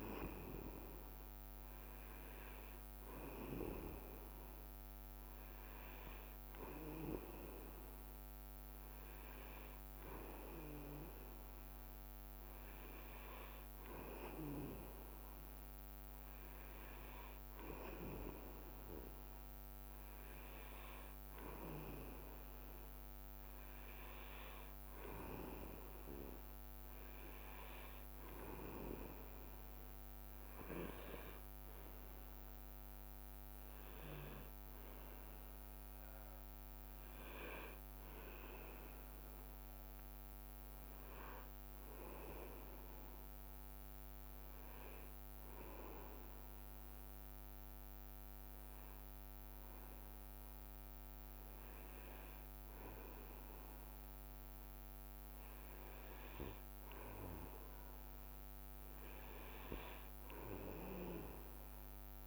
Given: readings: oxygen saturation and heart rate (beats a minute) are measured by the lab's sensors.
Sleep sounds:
breathing in sleep by a microphone on the trachea; none
0.00-2.50 s: leg movement (device-marked)
23.50-25.00 s: leg movement (device-marked)
30.50-34.00 s: arousal
36.50-42.00 s: leg movement (device-marked)
52.00-58.00 s: leg movement (device-marked)
From the record:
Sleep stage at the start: N2 (light sleep); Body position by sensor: on the back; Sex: male

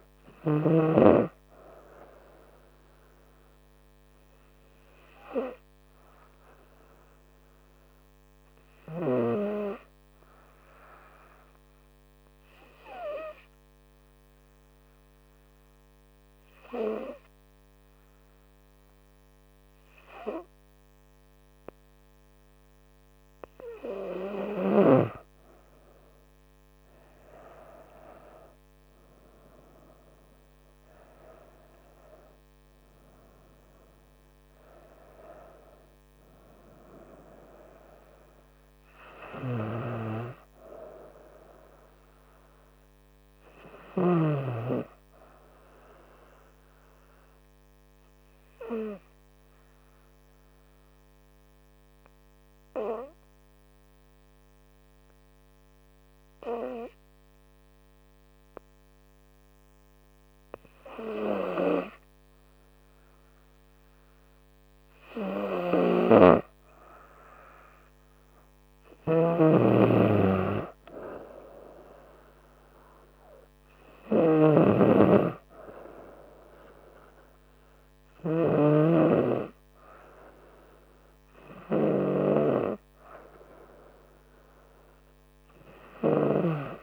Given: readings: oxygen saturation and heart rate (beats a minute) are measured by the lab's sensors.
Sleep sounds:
breathing in sleep by a microphone on the trachea; 2
5.50-24.00 s: hypopnea (oxygen 97% before, 94% lowest, heart rate 71 before, 66 extreme, up 8 after)
28.50-32.00 s: arousal
46.50-65.00 s: hypopnea (oxygen 97% before, 95% lowest, heart rate 72 before, 66 extreme, up 3 after)
67.50-70.50 s: arousal
From the record:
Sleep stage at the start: N2 (light sleep); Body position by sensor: on the front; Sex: female

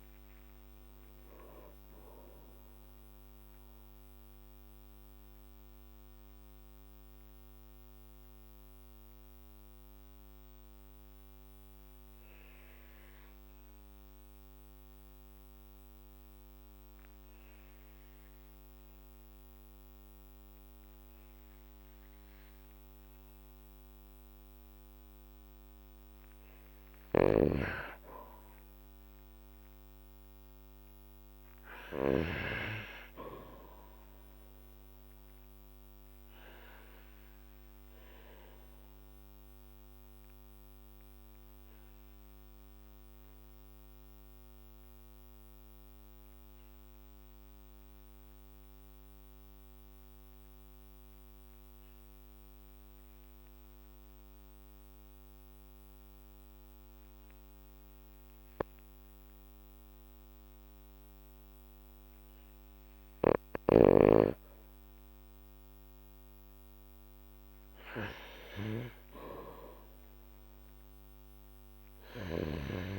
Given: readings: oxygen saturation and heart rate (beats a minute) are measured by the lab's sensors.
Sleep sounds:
breathing in sleep by a microphone on the trachea; 2
3.00-25.50 s: mixed apnea (oxygen 99% before, 95% lowest, heart rate 98 before, 46 extreme, up 0 after)
26.50-32.00 s: snoring (device-marked)
28.50-32.00 s: arousal
37.00-64.00 s: obstructive apnea (oxygen 99% before, 94% lowest, heart rate 55 before, 46 extreme, up 6 after)
56.50-72.50 s: oxygen desaturation (device-marked, oxygen 100% before, 95% lowest, heart rate 49 before, 46 extreme)
66.00-69.00 s: arousal
From the record:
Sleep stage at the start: N2 (light sleep); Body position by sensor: on the back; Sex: male

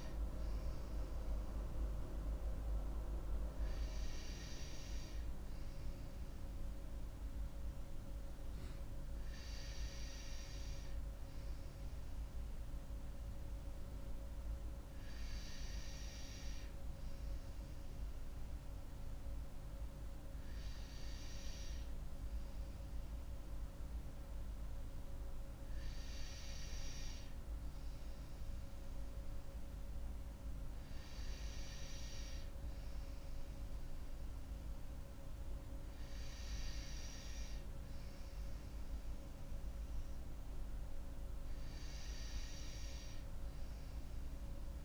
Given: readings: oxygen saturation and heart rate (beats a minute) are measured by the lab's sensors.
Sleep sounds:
breathing in sleep, hard to hear, by a room microphone; none
none scored
From the record:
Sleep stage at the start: N2 (light sleep); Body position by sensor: on the right side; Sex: female

